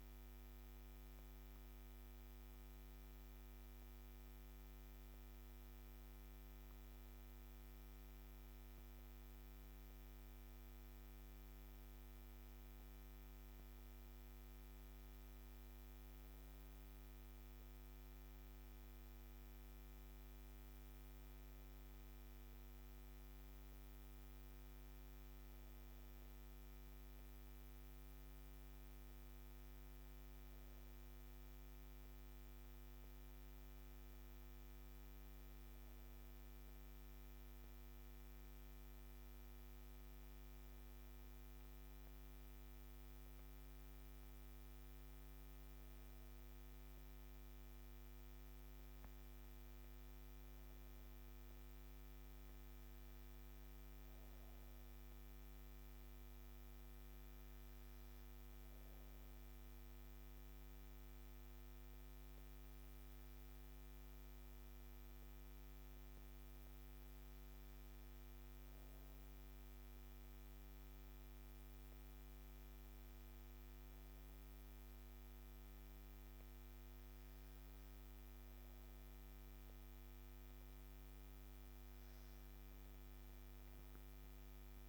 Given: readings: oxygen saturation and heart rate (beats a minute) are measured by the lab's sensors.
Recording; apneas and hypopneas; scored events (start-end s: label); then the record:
breathing in sleep, hard to hear, by a microphone on the trachea; none
none scored
From the record:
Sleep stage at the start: N2 (light sleep); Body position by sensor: on the back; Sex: female